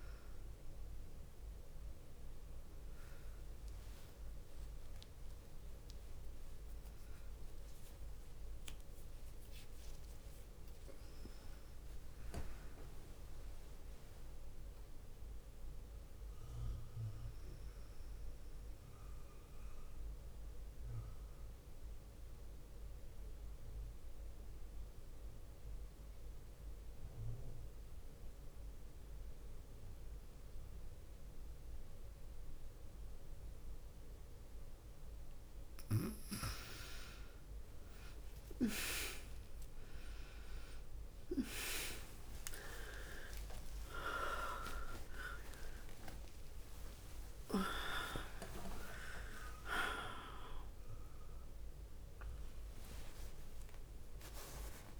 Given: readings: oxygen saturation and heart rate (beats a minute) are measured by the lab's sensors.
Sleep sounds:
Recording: a person partly awake in a sleep study, by a room microphone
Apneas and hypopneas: 1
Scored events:
0.00-17.00 s: oxygen desaturation (device-marked, oxygen 90% lowest, heart rate 48 extreme)
12.00-15.50 s: arousal
17.50-35.50 s: mixed apnea (oxygen 99% before, 90% lowest, heart rate 60 before, 48 extreme, up 48 after)
33.00-55.00 s: new sleep stage, awake
35.00-49.00 s: oxygen desaturation (device-marked, oxygen 99% before, 93% lowest, heart rate 54 before, 61 extreme)
41.00-51.00 s: tachycardia (device-marked, heart rate 55 before, 163 extreme)
43.50-45.50 s: long interval between heartbeats (device-marked, heart rate 56 before, 98 extreme)
47.50-49.50 s: long interval between heartbeats (device-marked, heart rate 70 before, 159 extreme)
54.00-55.00 s: oxygen desaturation (device-marked, oxygen 95% before, 90% lowest, heart rate 97 before, 59 extreme)
From the record:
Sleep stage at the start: N2 (light sleep)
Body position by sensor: on the back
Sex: female

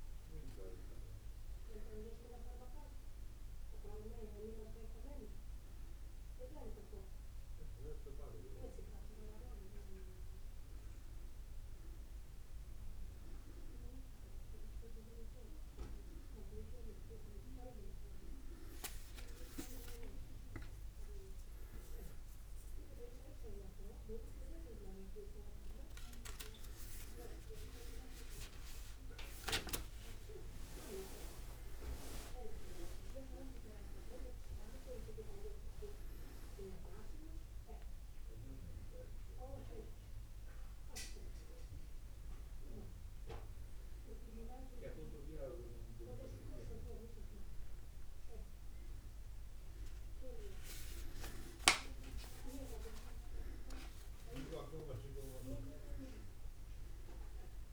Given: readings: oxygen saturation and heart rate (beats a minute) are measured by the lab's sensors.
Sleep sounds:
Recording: a person awake in a sleep study, by a room microphone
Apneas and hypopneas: none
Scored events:
none scored
From the record:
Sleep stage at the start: awake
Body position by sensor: on the back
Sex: male

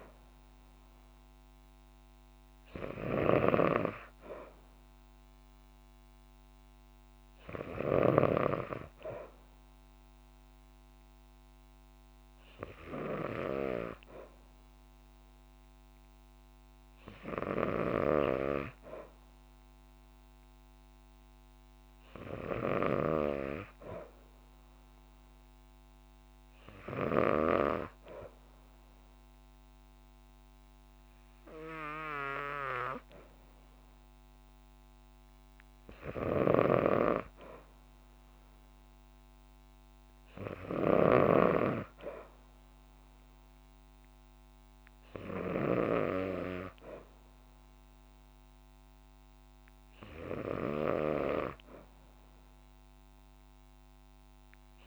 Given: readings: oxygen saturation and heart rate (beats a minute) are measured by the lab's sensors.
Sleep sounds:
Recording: breathing in sleep by a microphone on the trachea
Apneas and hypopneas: none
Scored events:
0.00-8.00 s: snoring (device-marked)
35.50-41.00 s: snoring (device-marked)
From the record:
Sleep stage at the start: N2 (light sleep)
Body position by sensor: on the back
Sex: female

